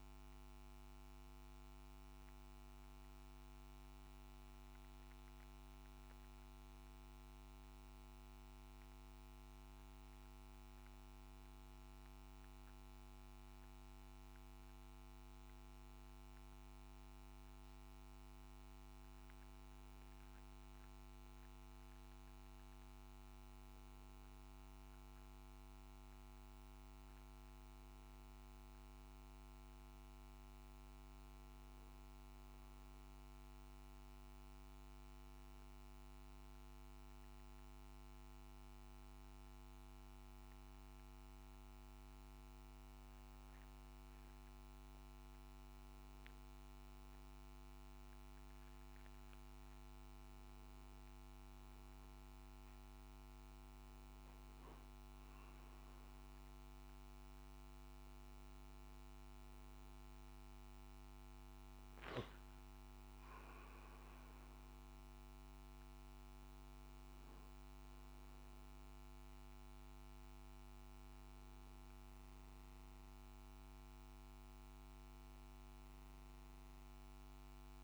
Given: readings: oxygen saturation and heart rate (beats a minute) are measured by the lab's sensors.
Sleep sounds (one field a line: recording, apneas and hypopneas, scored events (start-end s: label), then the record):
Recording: breathing in sleep, hard to hear, by a microphone on the trachea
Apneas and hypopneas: none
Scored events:
none scored
From the record:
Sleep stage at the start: N2 (light sleep)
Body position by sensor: on the back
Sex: male